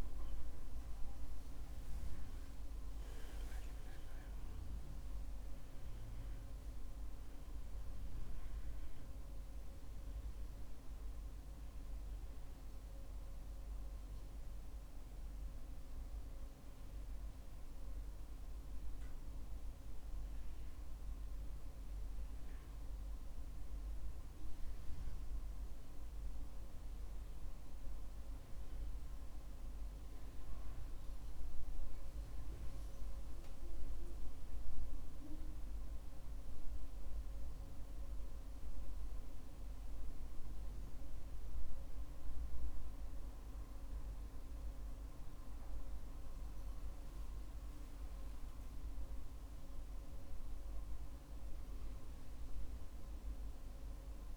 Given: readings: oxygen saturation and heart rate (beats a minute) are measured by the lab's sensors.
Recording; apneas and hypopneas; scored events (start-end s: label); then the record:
breathing in sleep, hard to hear, by a room microphone; 1
1.50-7.00 s: arousal
27.00-46.00 s: hypopnea (oxygen 96% before, 94% lowest, heart rate 61 before, 49 extreme, up 11 after)
48.50-53.00 s: arousal
From the record:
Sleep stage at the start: N2 (light sleep); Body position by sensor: on the back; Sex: male